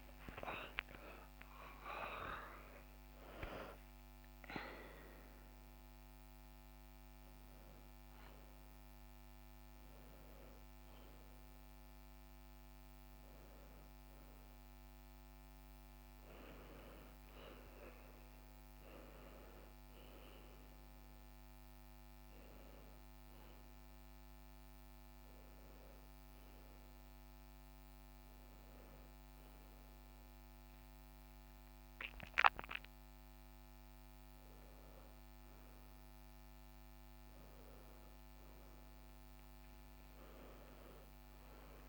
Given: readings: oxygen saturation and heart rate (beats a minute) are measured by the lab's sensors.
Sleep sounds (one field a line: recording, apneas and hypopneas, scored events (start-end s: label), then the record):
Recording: a person partly awake in a sleep study, by a microphone on the trachea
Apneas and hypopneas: none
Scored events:
16.50-41.89 s: new sleep stage, N1 (lightest sleep)
From the record:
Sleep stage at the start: awake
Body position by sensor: on the back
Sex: female